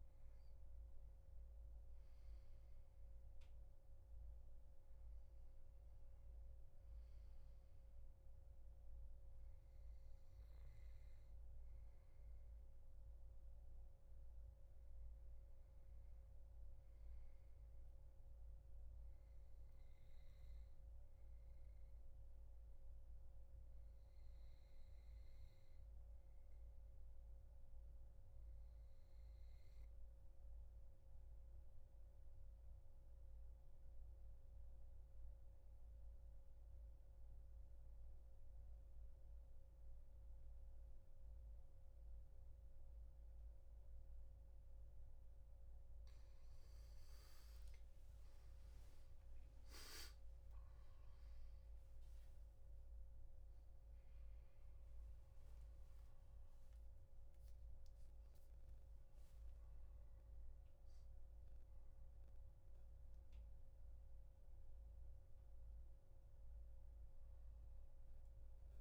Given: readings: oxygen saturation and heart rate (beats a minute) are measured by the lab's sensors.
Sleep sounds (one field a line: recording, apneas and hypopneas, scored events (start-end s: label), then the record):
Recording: breathing in sleep, hard to hear, by a room microphone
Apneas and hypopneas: 1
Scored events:
27.50-44.50 s: obstructive apnea (oxygen 96% before, 90% lowest, heart rate 77 before, 75 extreme, up 10 after)
47.50-52.00 s: arousal
50.50-64.50 s: oxygen desaturation (device-marked, oxygen 95% before, 90% lowest, heart rate 82 before, 73 extreme)
From the record:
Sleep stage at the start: N2 (light sleep)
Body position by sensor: on the back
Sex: male